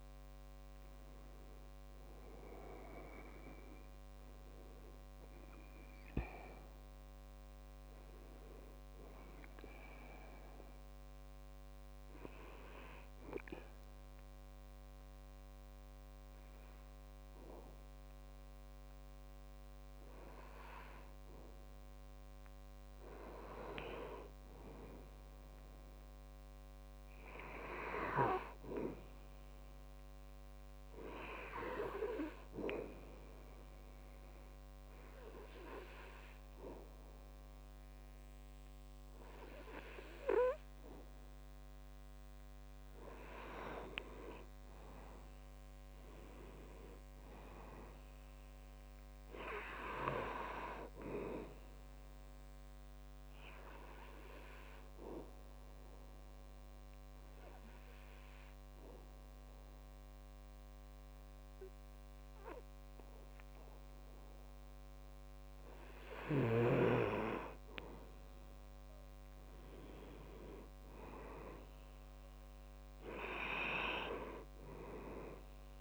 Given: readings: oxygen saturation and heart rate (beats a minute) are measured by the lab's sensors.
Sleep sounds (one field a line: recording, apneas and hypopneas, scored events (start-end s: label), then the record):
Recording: breathing in sleep by a microphone on the trachea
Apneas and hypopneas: 3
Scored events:
0.00-11.00 s: oxygen desaturation (device-marked, oxygen 91% lowest, heart rate 61 extreme)
11.50-24.00 s: obstructive apnea (oxygen 97% before, 93% lowest, heart rate 71 before, 61 extreme, up 4 after)
25.00-28.50 s: arousal
33.00-44.00 s: obstructive apnea (oxygen 98% before, 92% lowest, heart rate 63 before, 65 extreme, up 5 after)
45.50-49.00 s: arousal
53.50-67.50 s: obstructive apnea (oxygen 98% before, 91% lowest, heart rate 66 before, 64 extreme, up 5 after)
69.50-73.00 s: arousal
From the record:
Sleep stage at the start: N2 (light sleep)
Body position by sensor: on the back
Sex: male